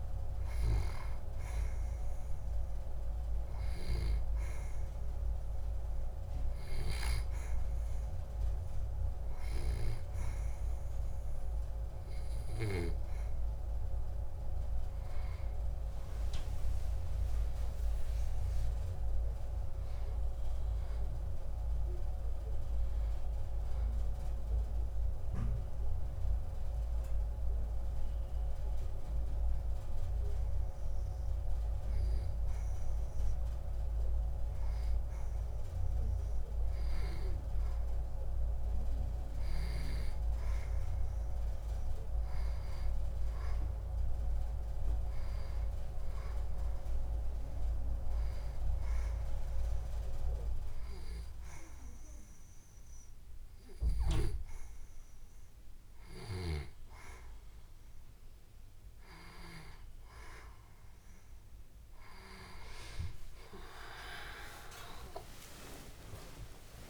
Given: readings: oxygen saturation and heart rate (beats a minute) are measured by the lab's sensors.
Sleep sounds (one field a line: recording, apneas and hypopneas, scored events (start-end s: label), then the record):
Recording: breathing in sleep by a room microphone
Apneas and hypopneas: 3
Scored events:
2.50-15.00 s: hypopnea (oxygen 95% before, 90% lowest, heart rate 73 before, 70 extreme, up 3 after)
17.00-21.50 s: arousal
26.50-37.00 s: hypopnea (oxygen 94% before, 88% lowest, heart rate 75 before, 70 extreme, up 5 after)
38.50-43.50 s: arousal
49.00-60.00 s: hypopnea (oxygen 95% before, 88% lowest, heart rate 73 before, 73 extreme)
55.00-66.90 s: new sleep stage, awake
64.50-66.50 s: long interval between heartbeats (device-marked, heart rate 75 before, 91 extreme)
From the record:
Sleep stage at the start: N2 (light sleep)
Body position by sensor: on the right side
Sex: female